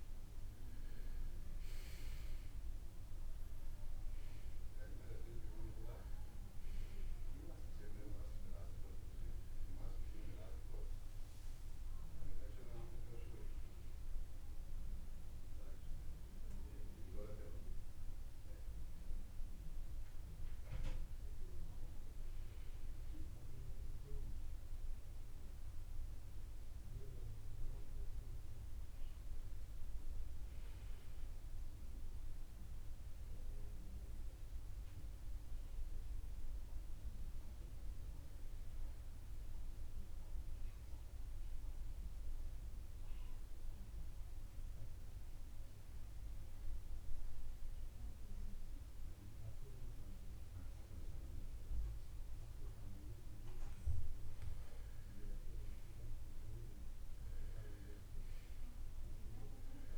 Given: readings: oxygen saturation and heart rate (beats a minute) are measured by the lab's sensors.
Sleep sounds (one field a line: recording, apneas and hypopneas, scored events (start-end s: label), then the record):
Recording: breathing in sleep by a room microphone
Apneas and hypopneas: 1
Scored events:
0.00-35.00 s: oxygen desaturation (device-marked, oxygen 83% lowest, heart rate 57 extreme)
33.50-37.50 s: arousal
40.00-55.00 s: mixed apnea (oxygen 98% before, 87% lowest, heart rate 77 before, 56 extreme)
57.50-59.97 s: arousal
From the record:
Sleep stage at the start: REM sleep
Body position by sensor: on the right side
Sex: male